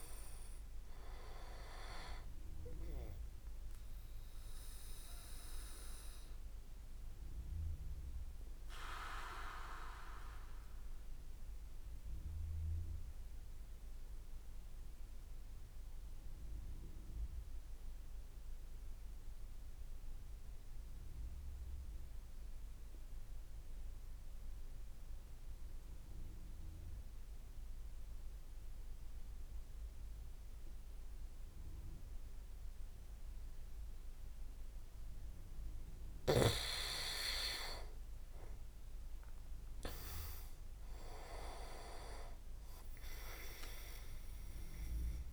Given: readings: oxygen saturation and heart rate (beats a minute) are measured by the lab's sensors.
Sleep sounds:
breathing in sleep by a room microphone; 1
0.00-10.00 s: oxygen desaturation (device-marked, oxygen 93% lowest, heart rate 49 extreme)
5.50-35.00 s: obstructive apnea (oxygen 99% before, 93% lowest, heart rate 61 before, 59 extreme, up 27 after)
37.00-41.00 s: arousal
37.00-45.32 s: oxygen desaturation (device-marked, oxygen 99% before, 95% lowest, heart rate 62 before, 59 extreme)
From the record:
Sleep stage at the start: N2 (light sleep); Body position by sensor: on the back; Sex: male

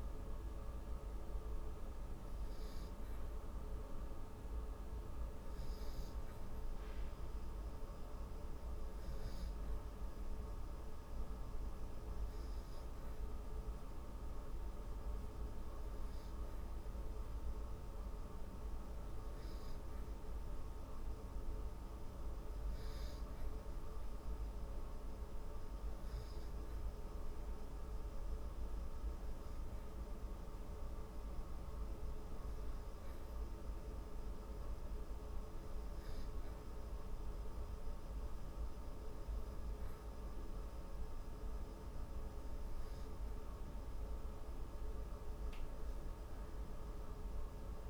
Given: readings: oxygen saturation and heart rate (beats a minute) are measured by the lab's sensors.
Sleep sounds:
breathing in sleep, hard to hear, by a room microphone; none
none scored
From the record:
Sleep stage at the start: N2 (light sleep); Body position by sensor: on the back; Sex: female

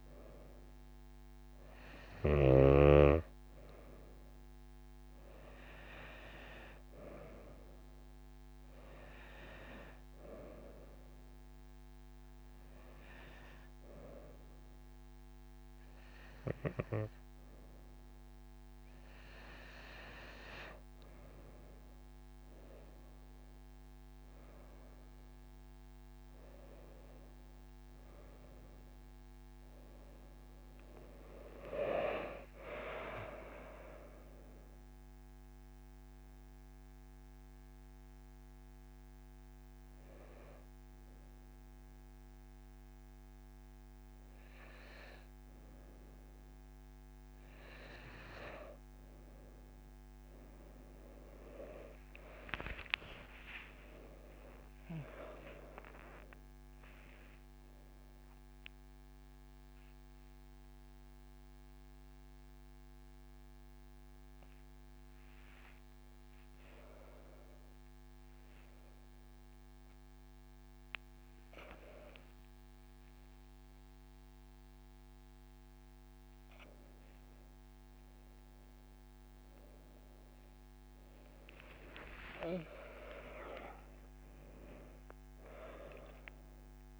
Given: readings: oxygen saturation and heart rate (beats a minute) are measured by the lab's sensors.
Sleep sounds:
a person partly awake in a sleep study, by a microphone on the trachea; none
50.00-65.00 s: tachycardia (device-marked)
53.00-55.00 s: long interval between heartbeats (device-marked)
64.00-87.00 s: new sleep stage, awake
From the record:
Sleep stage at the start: N2 (light sleep); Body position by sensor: on the right side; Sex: female

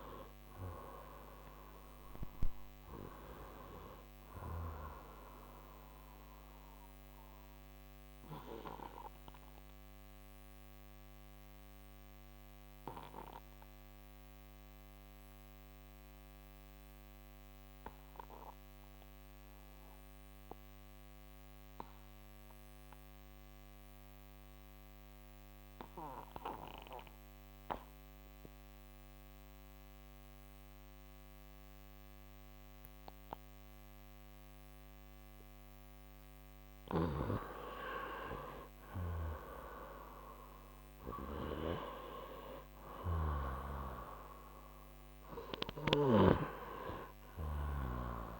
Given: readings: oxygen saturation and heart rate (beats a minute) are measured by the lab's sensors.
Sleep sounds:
breathing in sleep by a microphone on the trachea; 1
3.50-25.50 s: oxygen desaturation (device-marked, oxygen 93% before, 87% lowest, heart rate 70 before, 55 extreme)
5.50-36.00 s: obstructive apnea (oxygen 94% before, 87% lowest, heart rate 71 before, 55 extreme, up 6 after)
38.50-42.00 s: arousal
39.50-48.40 s: oxygen desaturation (device-marked, oxygen 97% before, 90% lowest, heart rate 63 before, 57 extreme)
43.00-46.50 s: snoring (device-marked)
From the record:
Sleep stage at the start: N2 (light sleep); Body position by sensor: on the right side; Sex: male

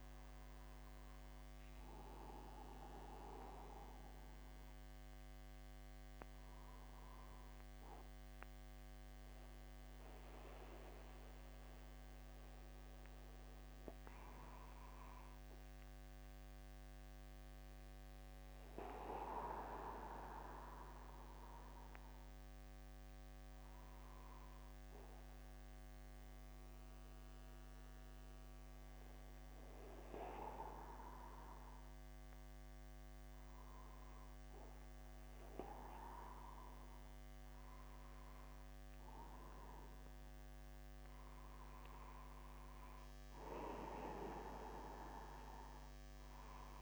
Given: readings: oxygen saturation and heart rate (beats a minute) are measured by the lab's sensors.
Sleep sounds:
a person awake in a sleep study, by a microphone on the trachea; none
none scored
From the record:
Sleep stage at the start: awake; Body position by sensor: upright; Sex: male

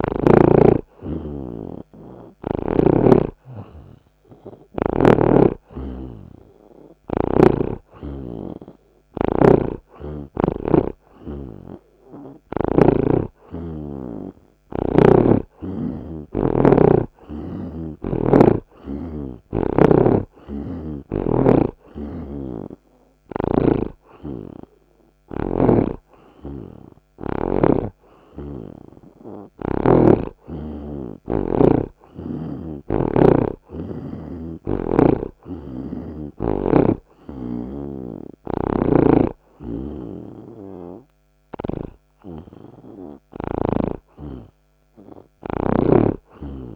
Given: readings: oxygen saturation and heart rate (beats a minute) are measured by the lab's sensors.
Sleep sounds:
breathing in sleep by a microphone on the trachea; none
0.00-1.50 s: oxygen desaturation (device-marked, oxygen 79% lowest)
1.50-5.00 s: snoring (device-marked)
8.50-21.50 s: oxygen desaturation (device-marked, oxygen 82% before, 78% lowest)
9.50-13.00 s: snoring (device-marked)
22.50-29.00 s: snoring (device-marked)
38.50-42.00 s: snoring (device-marked)
From the record:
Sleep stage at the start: N2 (light sleep); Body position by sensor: on the right side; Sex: male

